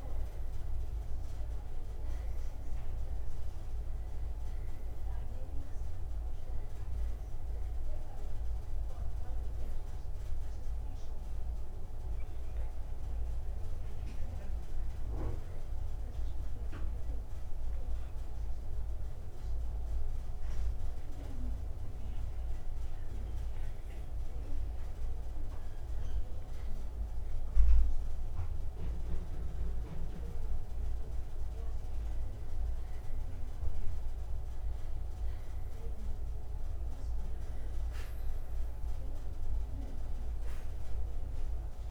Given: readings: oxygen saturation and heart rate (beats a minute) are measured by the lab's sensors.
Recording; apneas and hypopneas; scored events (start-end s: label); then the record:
breathing in sleep, hard to hear, by a room microphone; 1
0.00-1.50 s: arousal
13.50-28.50 s: obstructive apnea (oxygen 96% before, 91% lowest)
30.50-41.50 s: oxygen desaturation (device-marked, oxygen 96% before, 91% lowest)
31.50-35.50 s: arousal
From the record:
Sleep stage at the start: N2 (light sleep); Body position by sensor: on the right side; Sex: male